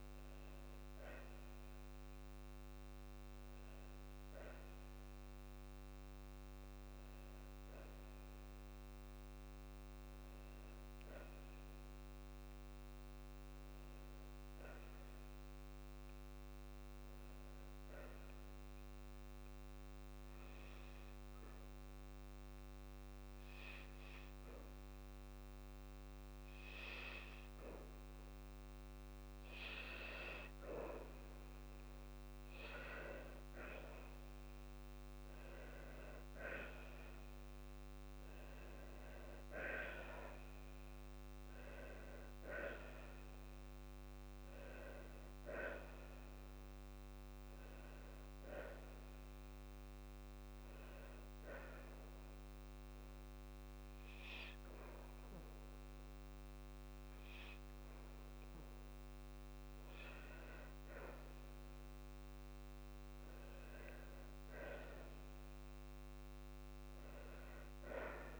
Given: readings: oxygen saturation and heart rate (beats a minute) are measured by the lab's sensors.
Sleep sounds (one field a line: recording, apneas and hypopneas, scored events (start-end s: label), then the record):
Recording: breathing in sleep by a microphone on the trachea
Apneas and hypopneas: 1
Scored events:
0.00-2.00 s: long interval between heartbeats (device-marked, heart rate 65 before, 100 extreme)
10.50-12.50 s: long interval between heartbeats (device-marked, heart rate 75 before, 65 extreme)
18.00-29.00 s: obstructive apnea (oxygen 99% before, 94% lowest, heart rate 73 before, 54 extreme, up 2 after)
19.50-21.50 s: long interval between heartbeats (device-marked, heart rate 68 before, 63 extreme)
32.50-36.00 s: arousal
39.00-41.00 s: long interval between heartbeats (device-marked, heart rate 57 before, 67 extreme)
42.00-44.00 s: long interval between heartbeats (device-marked, heart rate 59 before, 87 extreme)
65.50-68.40 s: arousal
From the record:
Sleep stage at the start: N2 (light sleep)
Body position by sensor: on the back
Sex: female